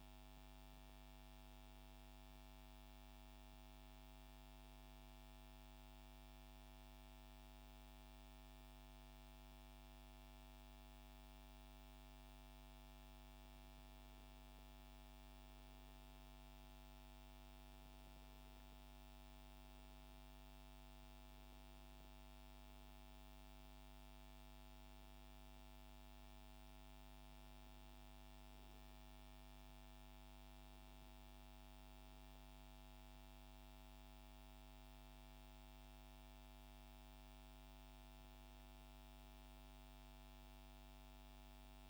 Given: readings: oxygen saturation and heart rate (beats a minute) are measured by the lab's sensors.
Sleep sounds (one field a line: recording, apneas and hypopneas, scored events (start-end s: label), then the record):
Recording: breathing in sleep, hard to hear, by a microphone on the trachea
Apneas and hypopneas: 1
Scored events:
2.50-13.50 s: hypopnea (oxygen 97% before, 93% lowest, heart rate 112 before, 50 extreme)
16.00-19.50 s: arousal
From the record:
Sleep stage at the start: N1 (lightest sleep)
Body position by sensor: on the back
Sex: male